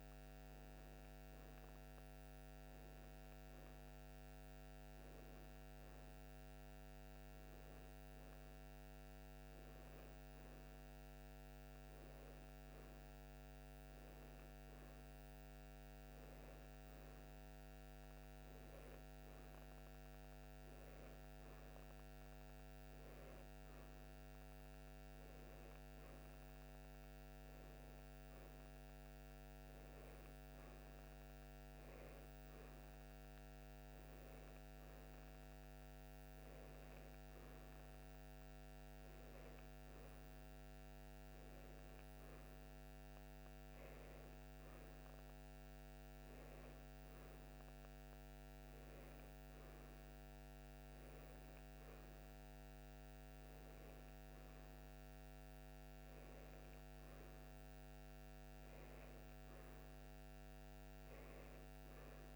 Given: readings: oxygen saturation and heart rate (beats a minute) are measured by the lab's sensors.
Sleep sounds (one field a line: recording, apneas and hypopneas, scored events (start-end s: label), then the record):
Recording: a person awake in a sleep study, hard to hear, by a microphone on the trachea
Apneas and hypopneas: none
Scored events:
52.00-62.36 s: new sleep stage, N1 (lightest sleep)
From the record:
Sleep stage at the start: awake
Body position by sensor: on the right side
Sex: female